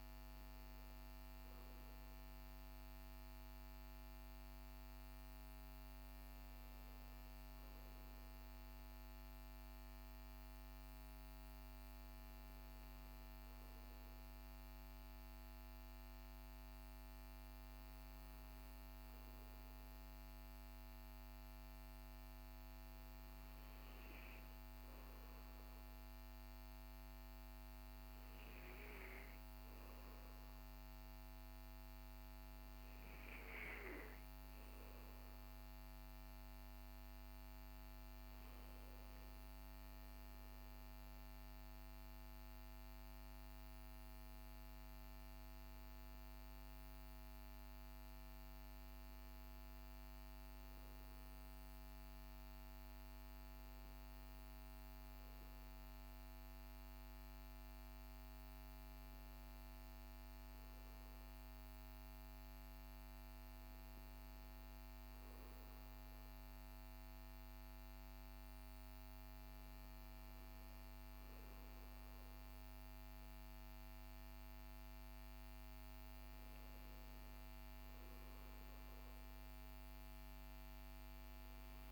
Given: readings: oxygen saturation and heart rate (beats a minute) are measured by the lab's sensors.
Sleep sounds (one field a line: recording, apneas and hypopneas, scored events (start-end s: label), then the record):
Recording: breathing in sleep, hard to hear, by a microphone on the trachea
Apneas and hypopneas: none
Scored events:
none scored
From the record:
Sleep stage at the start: N2 (light sleep)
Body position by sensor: on the back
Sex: male